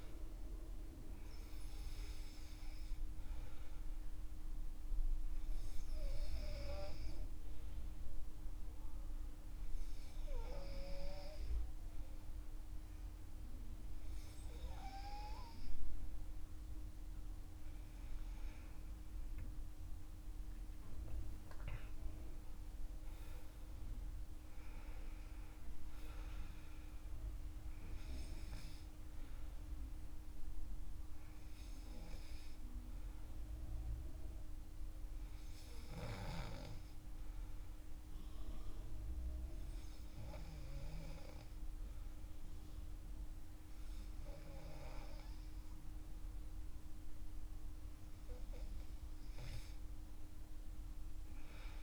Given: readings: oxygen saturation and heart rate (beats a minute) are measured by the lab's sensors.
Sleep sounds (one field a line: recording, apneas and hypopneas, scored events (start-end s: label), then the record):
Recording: breathing in sleep by a room microphone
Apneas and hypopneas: 2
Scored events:
3.00-15.50 s: hypopnea (oxygen 97% before, 96% lowest, heart rate 67 before, 61 extreme, up 19 after)
17.00-22.00 s: arousal
30.50-47.00 s: hypopnea (oxygen 98% before, 96% lowest, heart rate 71 before, 61 extreme, up 14 after)
50.00-51.83 s: arousal
From the record:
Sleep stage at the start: N2 (light sleep)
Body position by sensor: on the back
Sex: male